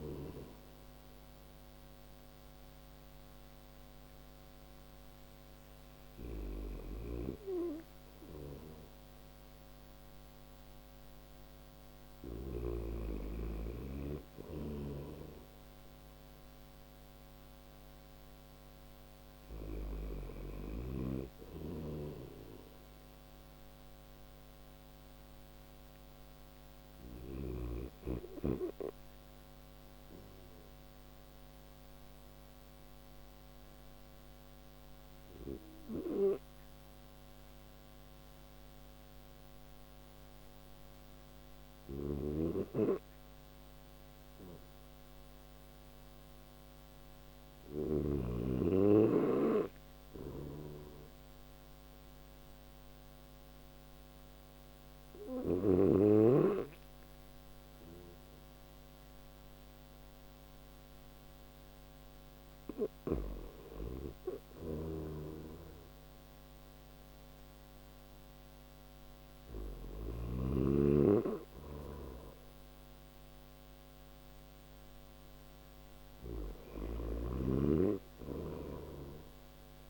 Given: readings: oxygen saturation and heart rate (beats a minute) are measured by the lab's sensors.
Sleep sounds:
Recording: breathing in sleep by a microphone on the trachea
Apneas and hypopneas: none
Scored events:
5.00-11.50 s: snoring (device-marked)
13.50-20.00 s: snoring (device-marked)
40.50-47.00 s: snoring (device-marked)
49.00-55.00 s: snoring (device-marked)
65.50-79.90 s: oxygen desaturation (device-marked, oxygen 96% before, 92% lowest, heart rate 64 before, 59 extreme)
69.00-75.50 s: snoring (device-marked)
77.50-79.90 s: snoring (device-marked)
From the record:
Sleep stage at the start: N3 (deep sleep)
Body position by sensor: on the back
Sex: male

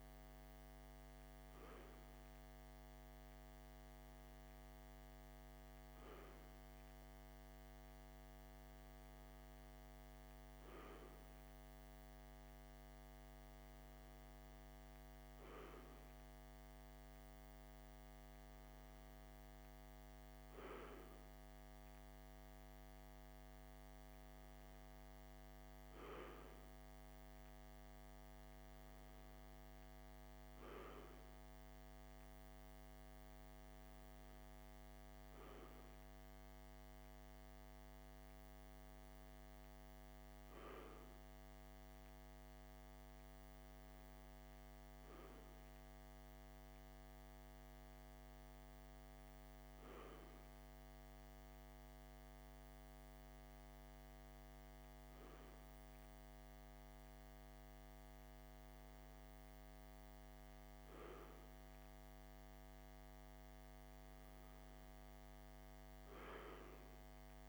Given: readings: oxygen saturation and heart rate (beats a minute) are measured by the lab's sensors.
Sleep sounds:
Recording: breathing in sleep, hard to hear, by a microphone on the trachea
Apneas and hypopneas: none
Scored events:
13.00-67.49 s: new sleep stage, N2 (light sleep)
From the record:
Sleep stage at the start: N1 (lightest sleep)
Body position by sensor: on the left side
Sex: male

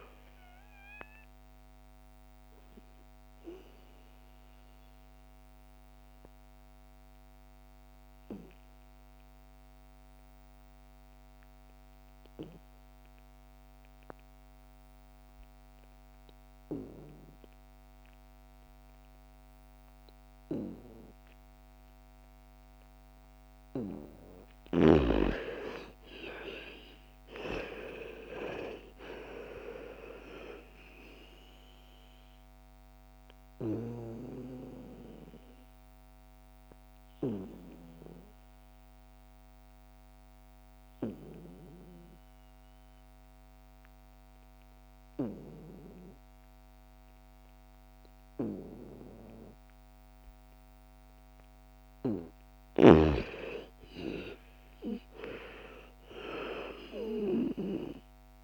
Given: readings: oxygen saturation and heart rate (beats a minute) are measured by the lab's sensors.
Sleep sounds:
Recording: breathing in sleep by a microphone on the trachea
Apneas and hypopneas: 2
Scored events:
0.00-9.50 s: oxygen desaturation (device-marked, oxygen 85% lowest, heart rate 54 extreme)
1.00-23.00 s: obstructive apnea (oxygen 98% before, 81% lowest, heart rate 62 before, 54 extreme, up 13 after)
21.50-52.50 s: oxygen desaturation (device-marked, oxygen 98% before, 81% lowest, heart rate 57 before, 54 extreme)
24.50-28.00 s: arousal
32.00-50.50 s: obstructive apnea (oxygen 98% before, 81% lowest, heart rate 60 before, 54 extreme, up 10 after)
52.50-56.00 s: arousal
54.50-58.44 s: oxygen desaturation (device-marked, oxygen 99% before, 86% lowest, heart rate 59 before, 54 extreme)
From the record:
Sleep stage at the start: N2 (light sleep)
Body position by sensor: on the back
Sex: female

